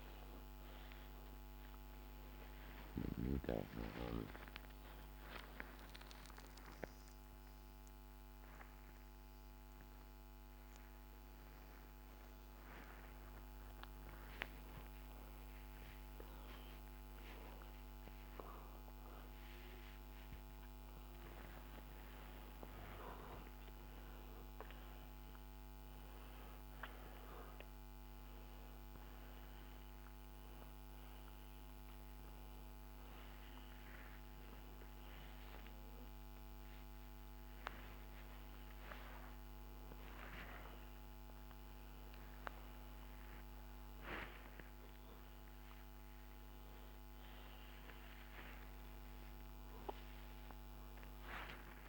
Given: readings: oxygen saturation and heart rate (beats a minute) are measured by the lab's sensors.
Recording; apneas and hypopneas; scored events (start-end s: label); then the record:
a person awake in a sleep study, by a microphone on the trachea; none
35.50-46.50 s: oxygen desaturation (device-marked, oxygen 98% before, 94% lowest, heart rate 94 before, 73 extreme)
From the record:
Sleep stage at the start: awake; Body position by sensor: upright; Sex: male